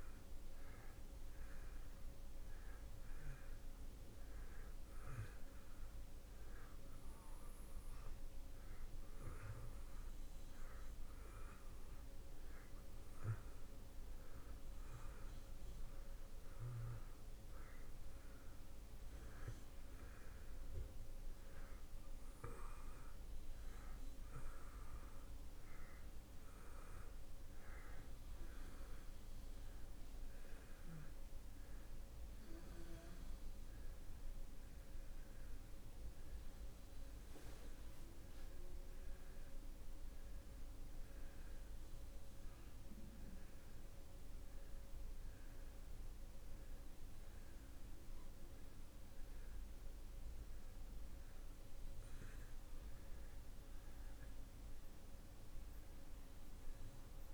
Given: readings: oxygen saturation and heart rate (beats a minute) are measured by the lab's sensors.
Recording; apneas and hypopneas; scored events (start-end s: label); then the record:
breathing in sleep, hard to hear, by a room microphone; 1
0.50-21.50 s: oxygen desaturation (device-marked, oxygen 94% before, 90% lowest)
6.00-18.50 s: hypopnea (oxygen 94% before, 90% lowest)
21.00-27.50 s: arousal
From the record:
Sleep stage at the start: N2 (light sleep); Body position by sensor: on the back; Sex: male